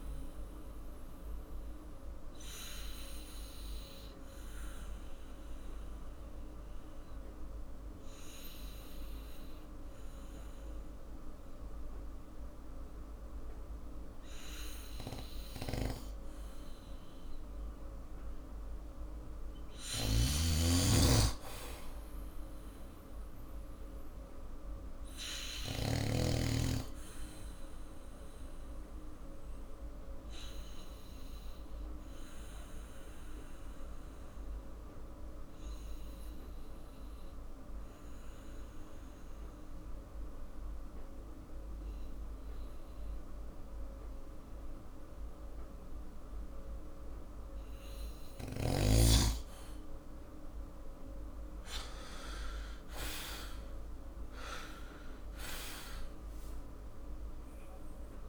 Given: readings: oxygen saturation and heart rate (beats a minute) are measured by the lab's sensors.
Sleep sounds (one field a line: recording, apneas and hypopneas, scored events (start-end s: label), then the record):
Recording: breathing in sleep by a room microphone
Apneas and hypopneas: 2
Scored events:
0.00-11.00 s: oxygen desaturation (device-marked, oxygen 90% lowest, heart rate 51 extreme)
2.00-18.00 s: obstructive apnea (oxygen 97% before, 90% lowest, heart rate 52 before, 50 extreme, up 3 after)
15.50-26.00 s: snoring (device-marked)
21.00-25.00 s: arousal
28.50-47.00 s: obstructive apnea (oxygen 96% before, 90% lowest, heart rate 53 before, 48 extreme, up 11 after)
49.00-57.00 s: oxygen desaturation (device-marked, oxygen 96% before, 92% lowest, heart rate 51 before, 48 extreme)
51.50-55.50 s: arousal
From the record:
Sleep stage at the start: N2 (light sleep)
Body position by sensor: on the back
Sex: male